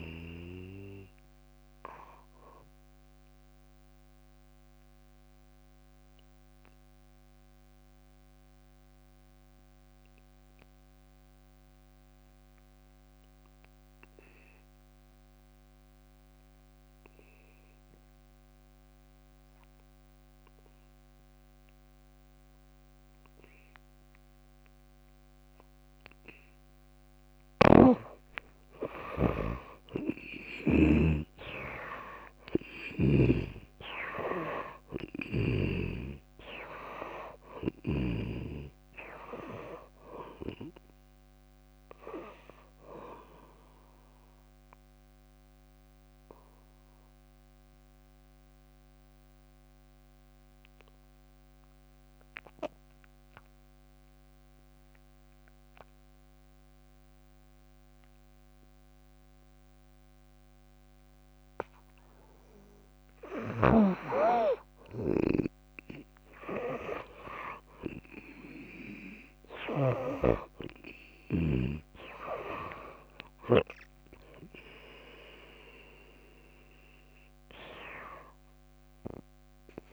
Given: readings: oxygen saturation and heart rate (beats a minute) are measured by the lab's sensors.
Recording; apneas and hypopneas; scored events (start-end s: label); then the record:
breathing in sleep by a microphone on the trachea; 2
0.00-1.50 s: oxygen desaturation (device-marked, oxygen 81% lowest, heart rate 56 extreme)
0.00-2.50 s: drop in pulse transit time (device-marked, heart rate 65 extreme)
2.00-28.00 s: obstructive apnea (oxygen 97% before, 83% lowest, heart rate 95 before, 54 extreme, up 9 after)
12.50-14.50 s: long interval between heartbeats (device-marked, heart rate 68 before, 68 extreme)
21.50-50.50 s: oxygen desaturation (device-marked, oxygen 99% before, 83% lowest, heart rate 63 before, 54 extreme)
27.50-31.00 s: snoring (device-marked)
29.50-34.00 s: arousal
44.00-62.50 s: obstructive apnea (oxygen 98% before, 82% lowest, heart rate 65 before, 55 extreme, up 32 after)
63.50-70.00 s: snoring (device-marked)
66.50-79.93 s: oxygen desaturation (device-marked, oxygen 98% before, 88% lowest, heart rate 58 before, 54 extreme)
68.50-70.50 s: long interval between heartbeats (device-marked, heart rate 60 before, 85 extreme)
69.50-79.50 s: tachycardia (device-marked, heart rate 65 before, 167 extreme)
72.00-77.00 s: arousal
72.50-74.50 s: long interval between heartbeats (device-marked, heart rate 66 before, 109 extreme)
75.00-77.00 s: long interval between heartbeats (device-marked, heart rate 72 before, 121 extreme)
75.50-79.93 s: drop in pulse transit time (device-marked, heart rate 75 before, 55 extreme)
78.00-79.93 s: long interval between heartbeats (device-marked, heart rate 84 before, 162 extreme)
From the record:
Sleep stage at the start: N2 (light sleep); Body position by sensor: on the back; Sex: female